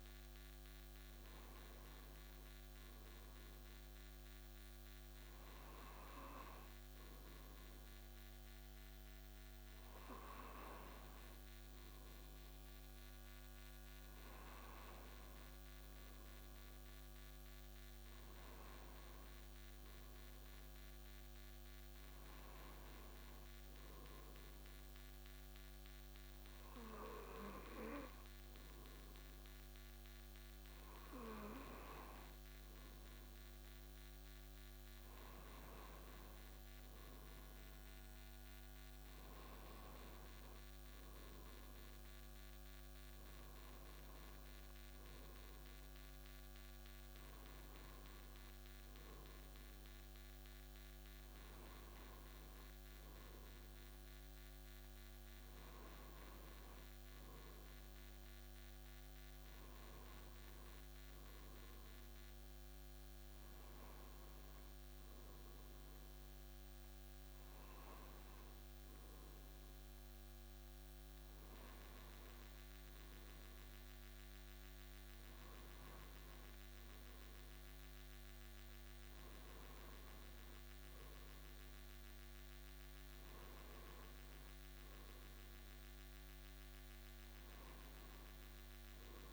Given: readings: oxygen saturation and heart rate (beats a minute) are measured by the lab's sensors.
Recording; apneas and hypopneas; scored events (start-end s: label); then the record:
breathing in sleep, hard to hear, by a microphone on the trachea; none
none scored
From the record:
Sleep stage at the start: N1 (lightest sleep); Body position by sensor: on the left side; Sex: male